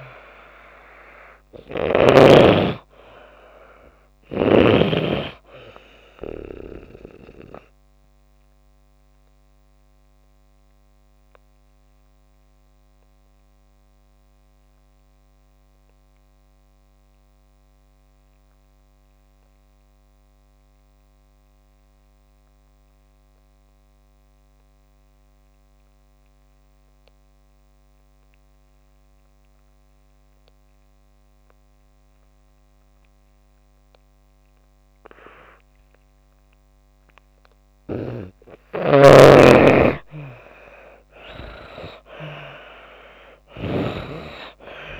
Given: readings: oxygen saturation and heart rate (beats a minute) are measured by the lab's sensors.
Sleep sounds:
breathing in sleep by a microphone on the trachea; 1
0.00-2.00 s: snoring (device-marked)
5.50-31.50 s: oxygen desaturation (device-marked, oxygen 96% before, 84% lowest)
8.00-37.50 s: obstructive apnea (oxygen 97% before, 80% lowest)
40.00-43.50 s: arousal
42.50-45.00 s: oxygen desaturation (device-marked, oxygen 97% before, 80% lowest)
From the record:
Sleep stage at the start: N2 (light sleep); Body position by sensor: on the back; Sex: female

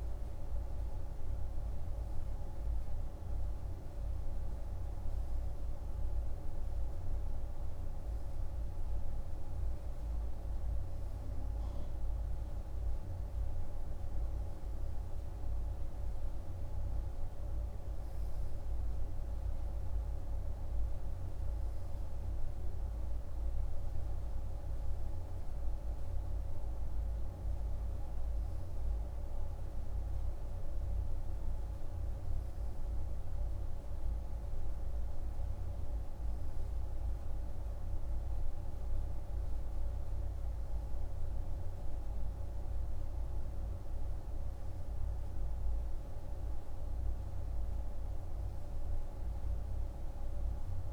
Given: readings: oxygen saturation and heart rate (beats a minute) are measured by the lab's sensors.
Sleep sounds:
breathing in sleep, hard to hear, by a room microphone; none
none scored
From the record:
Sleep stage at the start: N2 (light sleep); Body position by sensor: on the right side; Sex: male

